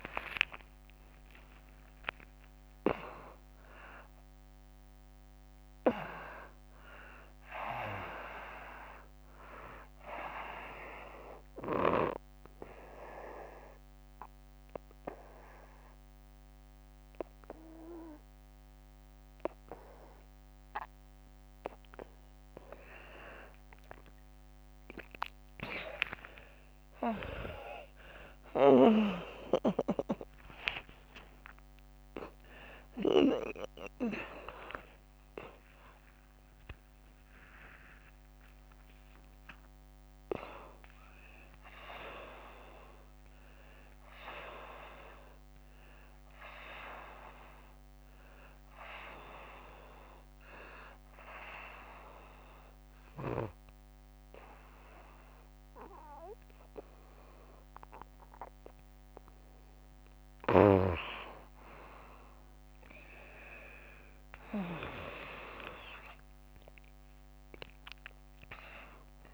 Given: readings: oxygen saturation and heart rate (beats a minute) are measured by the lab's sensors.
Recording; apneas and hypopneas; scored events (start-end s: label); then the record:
breathing in sleep by a microphone on the trachea; 2
0.00-1.00 s: arousal
0.00-7.50 s: oxygen desaturation (device-marked, oxygen 87% lowest, heart rate 72 extreme)
11.00-22.00 s: obstructive apnea (oxygen 98% before, 84% lowest, heart rate 96 before, 72 extreme, up 10 after)
19.50-49.50 s: new sleep stage, N1 (lightest sleep)
19.50-51.50 s: oxygen desaturation (device-marked, oxygen 97% before, 84% lowest, heart rate 99 before, 73 extreme)
27.00-35.00 s: arousal
49.00-59.50 s: obstructive apnea (oxygen 94% before, 85% lowest, heart rate 103 before, 74 extreme)
49.50-69.34 s: new sleep stage, N2 (light sleep)
65.50-69.34 s: arousal
From the record:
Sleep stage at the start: N2 (light sleep); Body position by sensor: on the right side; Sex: female